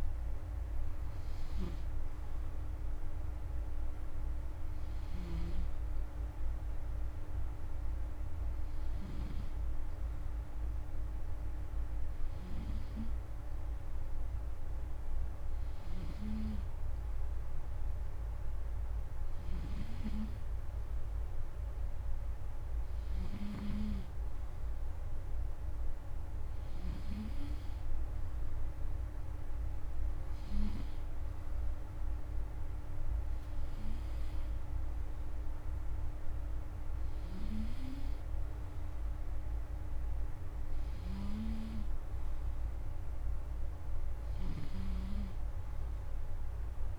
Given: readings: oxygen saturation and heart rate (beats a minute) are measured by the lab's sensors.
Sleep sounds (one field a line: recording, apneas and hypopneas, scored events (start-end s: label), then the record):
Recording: breathing in sleep by a room microphone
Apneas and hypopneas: none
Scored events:
0.00-1.00 s: arousal
0.00-9.00 s: snoring (device-marked)
19.00-26.50 s: snoring (device-marked)
44.00-46.99 s: snoring (device-marked)
From the record:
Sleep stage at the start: N2 (light sleep)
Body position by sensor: on the front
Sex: male